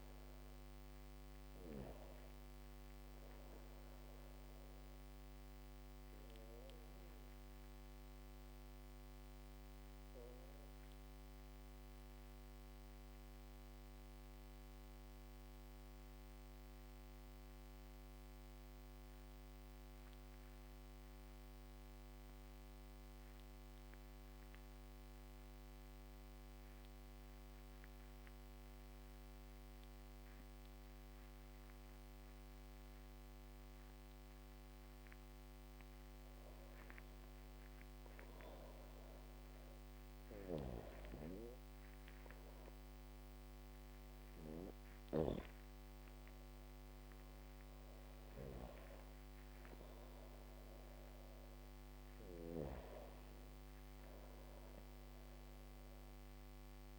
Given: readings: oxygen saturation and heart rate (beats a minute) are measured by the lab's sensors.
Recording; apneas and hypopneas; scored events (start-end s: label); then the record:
breathing in sleep by a microphone on the trachea; 1
1.50-6.50 s: drop in pulse transit time (device-marked, heart rate 55 before, 56 extreme)
3.50-35.00 s: obstructive apnea (oxygen 100% before, 92% lowest, heart rate 55 before, 55 extreme, up 6 after)
24.50-51.50 s: oxygen desaturation (device-marked, oxygen 99% before, 92% lowest, heart rate 62 before, 55 extreme)
37.50-42.00 s: arousal
37.50-56.99 s: new sleep stage, N2 (light sleep)
39.50-44.50 s: snoring (device-marked)
From the record:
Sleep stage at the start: REM sleep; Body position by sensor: on the back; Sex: female